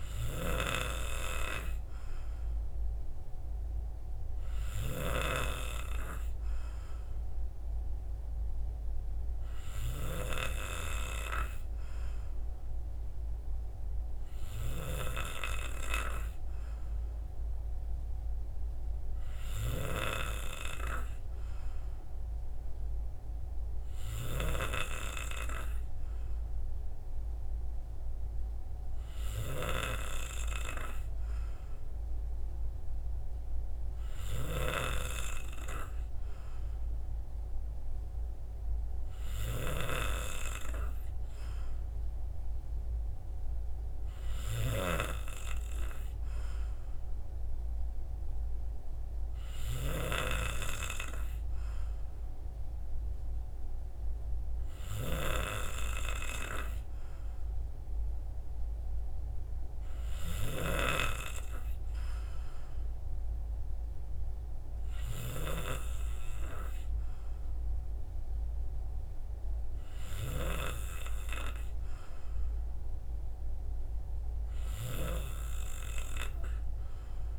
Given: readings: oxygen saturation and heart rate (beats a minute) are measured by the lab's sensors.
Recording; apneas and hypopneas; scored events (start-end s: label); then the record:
breathing in sleep by a room microphone; none
none scored
From the record:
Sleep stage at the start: N3 (deep sleep); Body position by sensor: on the right side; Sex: male